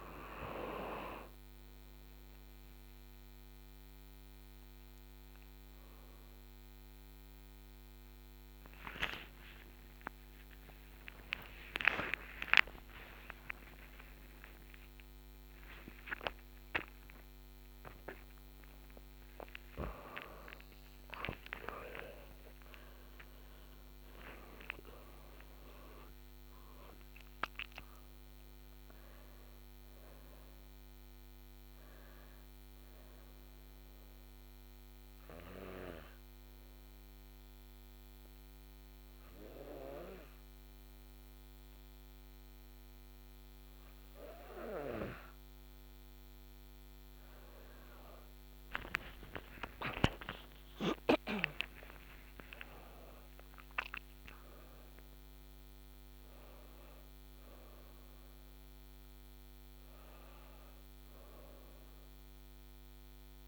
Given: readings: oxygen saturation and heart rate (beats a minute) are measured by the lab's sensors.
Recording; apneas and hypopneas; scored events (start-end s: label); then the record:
breathing in sleep by a microphone on the trachea; 1
9.00-14.50 s: arousal
21.00-26.00 s: arousal
33.50-46.00 s: hypopnea (oxygen 99% before, 92% lowest, heart rate 120 before, 66 extreme)
48.00-54.00 s: arousal
55.00-63.48 s: oxygen desaturation (device-marked, oxygen 99% before, 96% lowest, heart rate 103 before, 87 extreme)
From the record:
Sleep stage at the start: N2 (light sleep); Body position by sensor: on the back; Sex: female